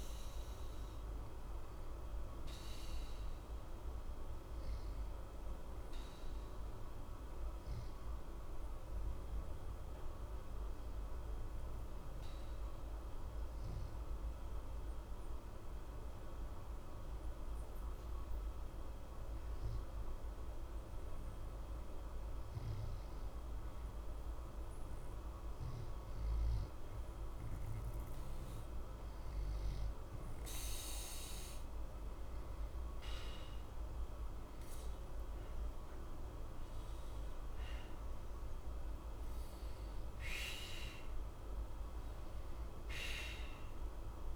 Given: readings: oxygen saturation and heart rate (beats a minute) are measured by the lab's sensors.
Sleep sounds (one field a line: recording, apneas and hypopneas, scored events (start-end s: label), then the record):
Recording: breathing in sleep, hard to hear, by a room microphone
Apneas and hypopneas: 1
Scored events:
0.00-16.00 s: oxygen desaturation (device-marked, oxygen 89% lowest, heart rate 60 extreme)
2.50-23.00 s: obstructive apnea (oxygen 92% before, 88% lowest, heart rate 60 before, 60 extreme, up 0 after)
25.50-31.00 s: arousal
36.00-41.00 s: oxygen desaturation (device-marked, oxygen 92% before, 89% lowest, heart rate 60 before, 60 extreme)
From the record:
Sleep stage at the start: N2 (light sleep)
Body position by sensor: on the back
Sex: male